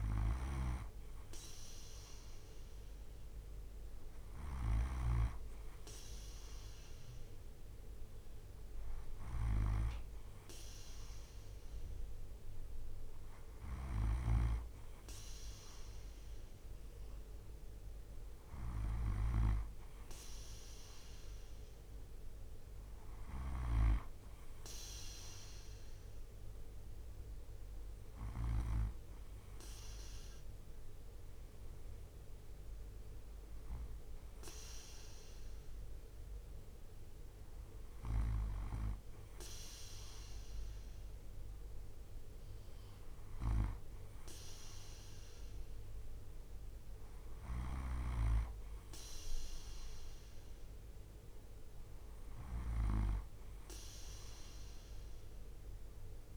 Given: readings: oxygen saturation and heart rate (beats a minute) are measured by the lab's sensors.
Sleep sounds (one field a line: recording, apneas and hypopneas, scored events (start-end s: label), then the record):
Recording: breathing in sleep by a room microphone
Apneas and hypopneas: none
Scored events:
0.00-23.00 s: snoring (device-marked)
From the record:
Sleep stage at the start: N2 (light sleep)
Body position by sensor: on the right side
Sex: male